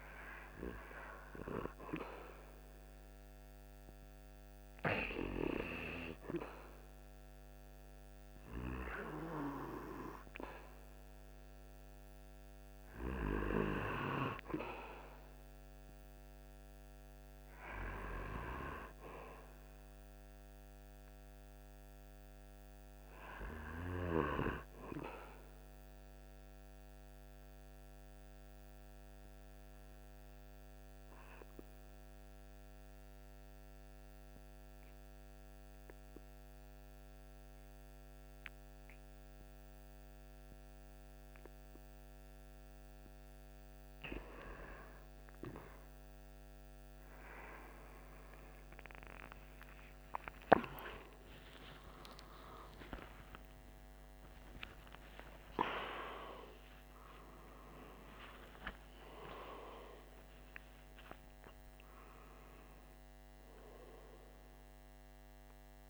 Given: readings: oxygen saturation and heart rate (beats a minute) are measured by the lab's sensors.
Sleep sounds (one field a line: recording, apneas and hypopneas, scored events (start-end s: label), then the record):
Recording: breathing in sleep by a microphone on the trachea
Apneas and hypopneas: 1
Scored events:
0.00-2.50 s: arousal
17.50-29.50 s: oxygen desaturation (device-marked, oxygen 96% before, 93% lowest, heart rate 48 before, 47 extreme)
27.50-43.50 s: obstructive apnea (oxygen 96% before, 94% lowest, heart rate 49 before, 47 extreme, up 13 after)
43.50-65.90 s: new sleep stage, N2 (light sleep)
50.00-58.00 s: arousal
51.50-54.50 s: tachycardia (device-marked, heart rate 49 before, 92 extreme)
From the record:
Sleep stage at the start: REM sleep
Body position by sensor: on the right side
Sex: male